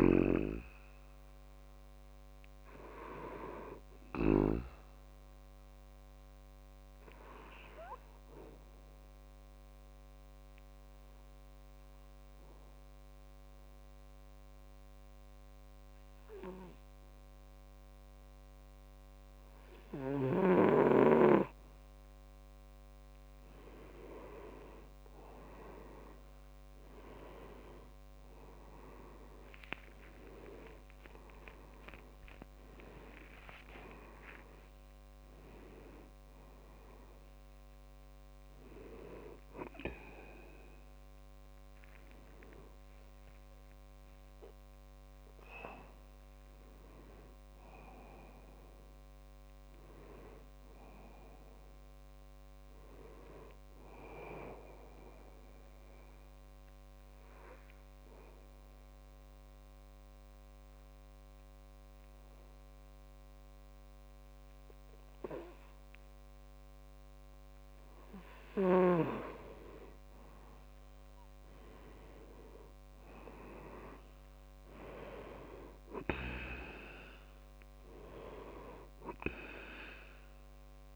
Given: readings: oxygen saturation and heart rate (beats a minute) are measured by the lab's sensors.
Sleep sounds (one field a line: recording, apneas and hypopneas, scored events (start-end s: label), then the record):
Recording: breathing in sleep by a microphone on the trachea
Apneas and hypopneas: 2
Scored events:
0.00-3.00 s: oxygen desaturation (device-marked, oxygen 93% lowest, heart rate 64 extreme)
6.00-22.00 s: obstructive apnea (oxygen 98% before, 90% lowest, heart rate 68 before, 64 extreme, up 9 after)
22.00-52.00 s: new sleep stage, N1 (lightest sleep)
27.00-56.00 s: oxygen desaturation (device-marked, oxygen 98% before, 90% lowest, heart rate 66 before, 65 extreme)
29.50-34.00 s: arousal
52.00-80.96 s: new sleep stage, N2 (light sleep)
55.00-69.00 s: obstructive apnea (oxygen 97% before, 91% lowest, heart rate 74 before, 64 extreme, up 4 after)
71.00-73.50 s: arousal
78.00-80.96 s: oxygen desaturation (device-marked, oxygen 98% before, 91% lowest, heart rate 67 before, 63 extreme)
From the record:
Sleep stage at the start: N2 (light sleep)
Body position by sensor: on the back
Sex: male